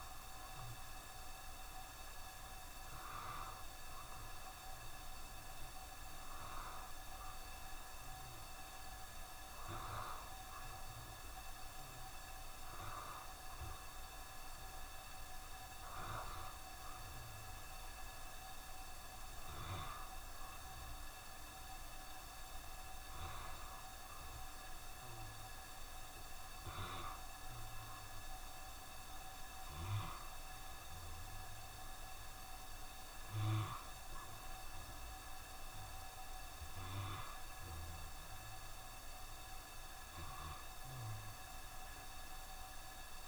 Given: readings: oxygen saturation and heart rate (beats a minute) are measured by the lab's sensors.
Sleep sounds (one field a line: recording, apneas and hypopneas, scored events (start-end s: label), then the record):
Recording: breathing in sleep by a room microphone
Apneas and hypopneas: 1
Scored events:
4.50-8.00 s: arousal
10.00-25.50 s: hypopnea (oxygen 94% before, 89% lowest, heart rate 67 before, 67 extreme, up 0 after)
28.00-32.50 s: arousal
From the record:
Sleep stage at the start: N1 (lightest sleep)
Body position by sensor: on the back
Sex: male